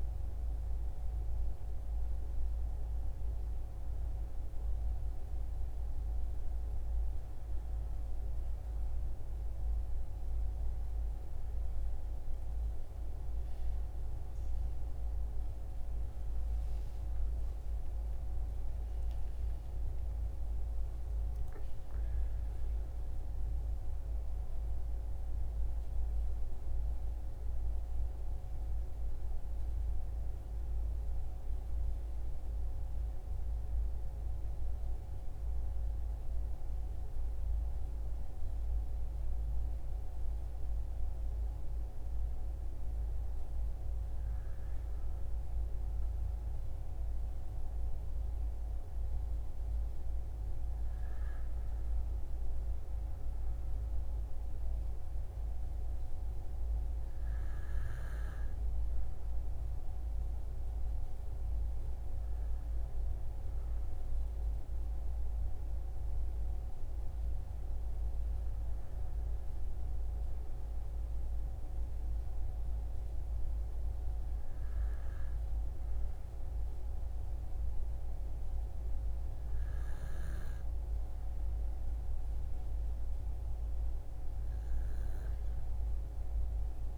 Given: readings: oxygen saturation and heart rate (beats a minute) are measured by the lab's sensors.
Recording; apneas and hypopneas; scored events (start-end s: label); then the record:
breathing in sleep, hard to hear, by a room microphone; 1
17.50-23.00 s: arousal
32.50-42.50 s: mixed apnea (oxygen 96% before, 93% lowest, heart rate 74 before, 56 extreme, up 4 after)
45.50-49.50 s: arousal
47.50-86.98 s: new sleep stage, N2 (light sleep)
50.50-62.50 s: oxygen desaturation (device-marked, oxygen 97% before, 93% lowest, heart rate 60 before, 58 extreme)
From the record:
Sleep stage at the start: N1 (lightest sleep); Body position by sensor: on the right side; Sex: male